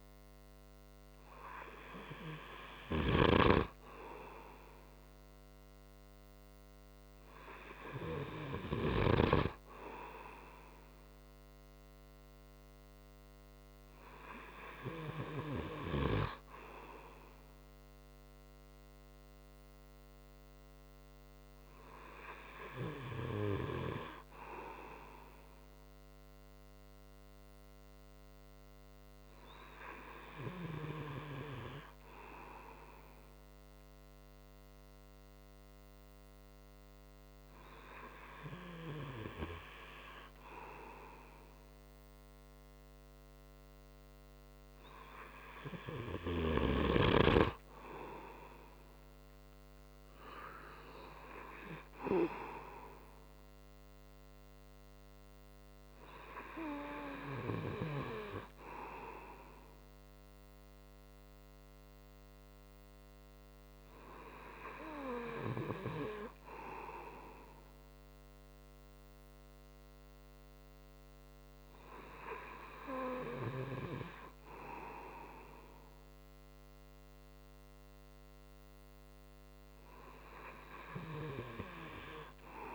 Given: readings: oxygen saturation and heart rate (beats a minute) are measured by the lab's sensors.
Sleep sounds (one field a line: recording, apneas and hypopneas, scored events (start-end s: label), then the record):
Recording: breathing in sleep by a microphone on the trachea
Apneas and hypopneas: none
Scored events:
none scored
From the record:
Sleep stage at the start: N2 (light sleep)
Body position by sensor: on the front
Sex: male